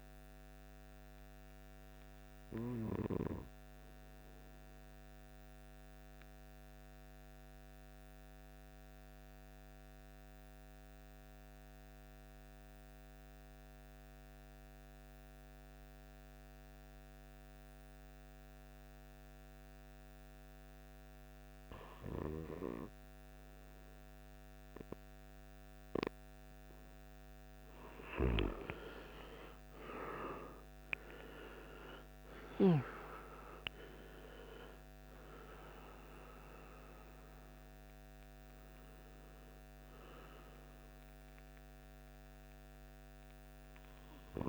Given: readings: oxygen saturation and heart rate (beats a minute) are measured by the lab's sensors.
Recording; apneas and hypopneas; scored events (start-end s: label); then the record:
breathing in sleep by a microphone on the trachea; 1
0.50-44.49 s: new sleep stage, REM sleep
5.00-26.50 s: central apnea (oxygen 100% before, 88% lowest, heart rate 62 before, 51 extreme, up 24 after)
24.50-44.49 s: oxygen desaturation (device-marked, oxygen 97% before, 88% lowest, heart rate 54 before, 49 extreme)
30.50-36.50 s: arousal
From the record:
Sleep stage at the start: N2 (light sleep); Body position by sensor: on the right side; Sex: male